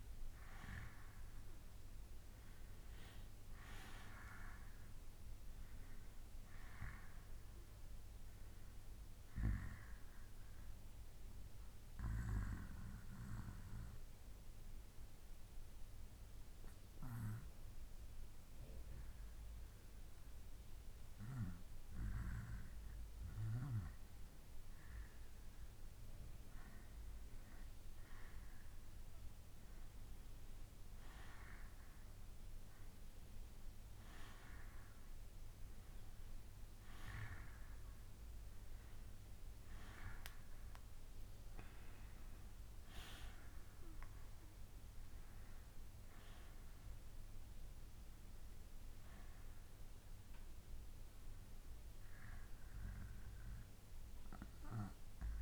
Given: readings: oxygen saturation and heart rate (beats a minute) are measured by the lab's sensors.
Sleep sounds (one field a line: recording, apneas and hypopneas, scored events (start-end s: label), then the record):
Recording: breathing in sleep by a room microphone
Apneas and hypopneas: 1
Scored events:
0.00-9.50 s: oxygen desaturation (device-marked, oxygen 91% lowest, heart rate 64 extreme)
9.00-23.00 s: hypopnea (oxygen 95% before, 90% lowest, heart rate 69 before, 64 extreme, up 6 after)
26.50-30.00 s: arousal
30.50-48.50 s: oxygen desaturation (device-marked, oxygen 94% before, 90% lowest, heart rate 67 before, 65 extreme)
From the record:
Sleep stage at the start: N2 (light sleep)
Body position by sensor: on the back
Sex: male